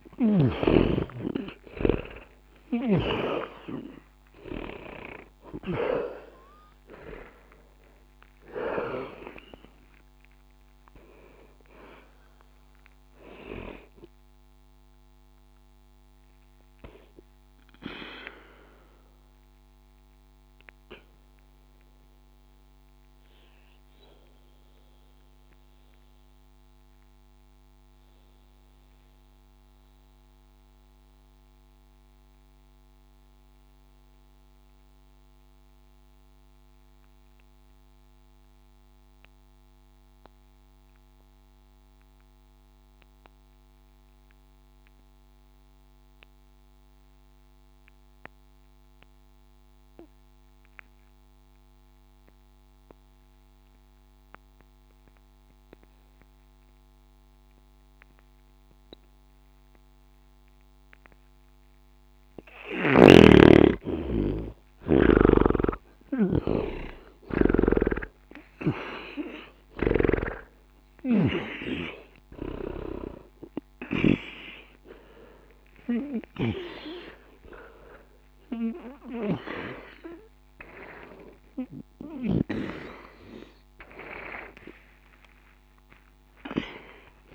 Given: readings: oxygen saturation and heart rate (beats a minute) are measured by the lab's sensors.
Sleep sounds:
breathing in sleep by a microphone on the trachea; 1
0.00-37.50 s: oxygen desaturation (device-marked, oxygen 76% lowest, heart rate 59 extreme)
8.00-12.50 s: arousal
17.50-62.00 s: obstructive apnea (oxygen 95% before, 76% lowest, heart rate 63 before, 59 extreme, up 52 after)
58.50-64.50 s: oxygen desaturation (device-marked, oxygen 99% before, 93% lowest, heart rate 61 before, 60 extreme)
65.00-70.00 s: snoring (device-marked)
65.50-69.50 s: arousal
From the record:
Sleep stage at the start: N2 (light sleep); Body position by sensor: on the back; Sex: male

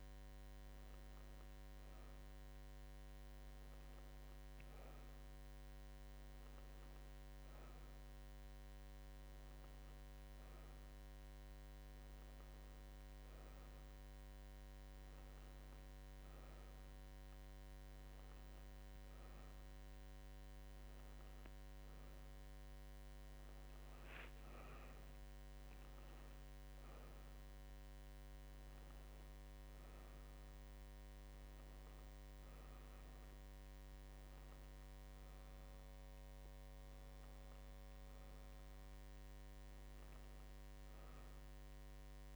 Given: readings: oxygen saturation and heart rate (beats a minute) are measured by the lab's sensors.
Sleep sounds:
breathing in sleep, hard to hear, by a microphone on the trachea; none
none scored
From the record:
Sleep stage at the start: N1 (lightest sleep); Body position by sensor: on the right side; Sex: female

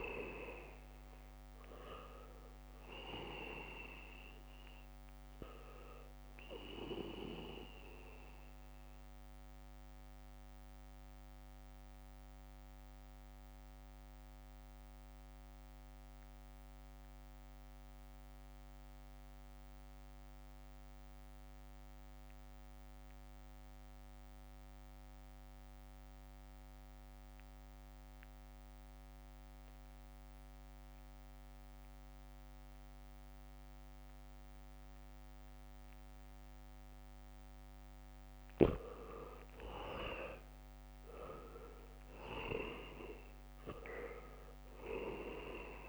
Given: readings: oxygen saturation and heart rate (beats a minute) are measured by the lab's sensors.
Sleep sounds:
breathing in sleep by a microphone on the trachea; 1
0.00-20.00 s: oxygen desaturation (device-marked, oxygen 80% lowest, heart rate 63 extreme)
11.00-37.50 s: mixed apnea (oxygen 98% before, 80% lowest, heart rate 67 before, 63 extreme, up 2 after)
31.00-45.89 s: oxygen desaturation (device-marked, oxygen 99% before, 80% lowest, heart rate 70 before, 63 extreme)
41.00-45.00 s: arousal
From the record:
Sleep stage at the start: N2 (light sleep); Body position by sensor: on the back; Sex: male

